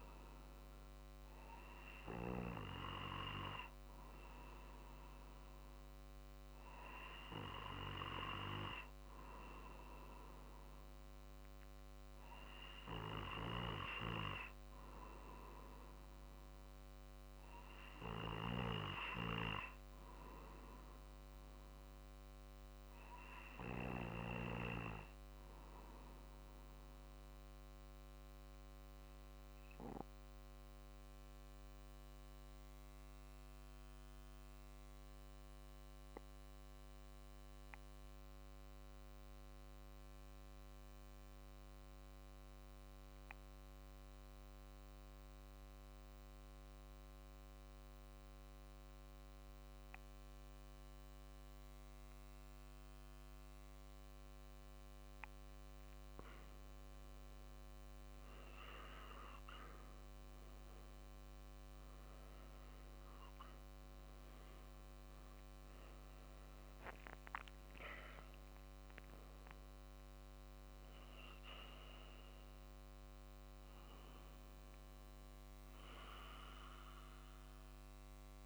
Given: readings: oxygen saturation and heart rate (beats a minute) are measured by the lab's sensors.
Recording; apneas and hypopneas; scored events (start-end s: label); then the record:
breathing in sleep by a microphone on the trachea; 1
0.00-10.00 s: drop in pulse transit time (device-marked, heart rate 48 extreme)
19.00-22.50 s: arousal
25.00-54.50 s: obstructive apnea (oxygen 98% before, 88% lowest, heart rate 48 before, 47 extreme, up 5 after)
56.50-60.00 s: arousal
60.00-78.00 s: drop in pulse transit time (device-marked, heart rate 48 before, 48 extreme)
From the record:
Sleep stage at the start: N2 (light sleep); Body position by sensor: on the back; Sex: male